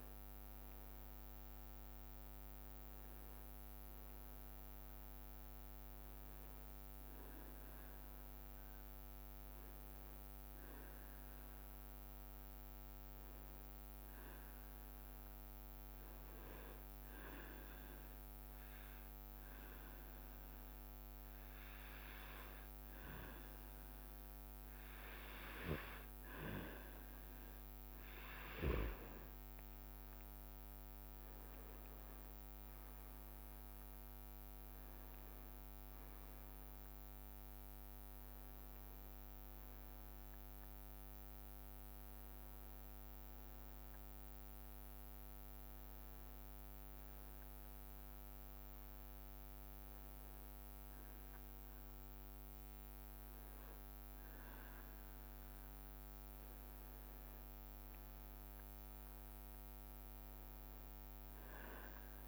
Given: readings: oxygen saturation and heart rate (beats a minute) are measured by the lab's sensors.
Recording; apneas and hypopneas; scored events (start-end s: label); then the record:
breathing in sleep, hard to hear, by a microphone on the trachea; 2
14.50-26.00 s: obstructive apnea (oxygen 99% before, 93% lowest, heart rate 70 before, 65 extreme, up 5 after)
24.00-42.00 s: oxygen desaturation (device-marked, oxygen 98% before, 93% lowest, heart rate 68 before, 64 extreme)
30.50-35.50 s: arousal
33.00-39.50 s: leg movement (device-marked)
45.00-55.50 s: hypopnea (oxygen 98% before, 95% lowest, heart rate 70 before, 64 extreme, up 5 after)
56.00-60.00 s: leg movement (device-marked)
58.00-61.00 s: arousal
From the record:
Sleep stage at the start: N2 (light sleep); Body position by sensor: on the back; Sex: male